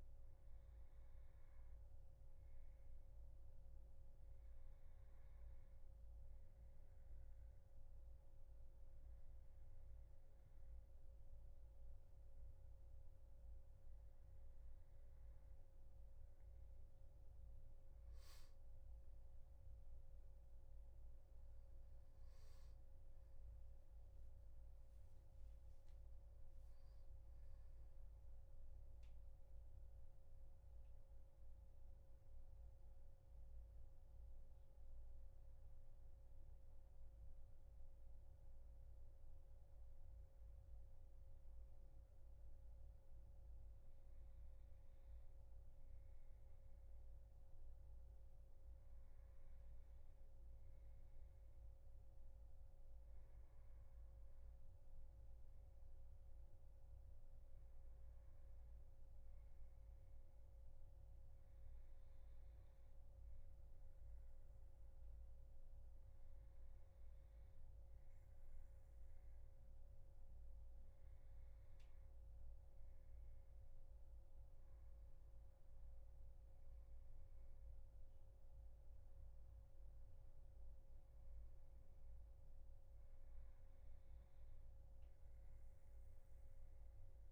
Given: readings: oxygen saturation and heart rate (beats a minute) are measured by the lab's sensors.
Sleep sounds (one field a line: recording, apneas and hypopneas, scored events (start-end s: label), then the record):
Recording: breathing in sleep, hard to hear, by a room microphone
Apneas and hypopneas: 1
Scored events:
6.00-17.00 s: obstructive apnea (oxygen 97% before, 94% lowest, heart rate 79 before, 76 extreme, up 3 after)
18.00-21.50 s: arousal
77.50-81.00 s: arousal
From the record:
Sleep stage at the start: N2 (light sleep)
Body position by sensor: on the back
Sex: male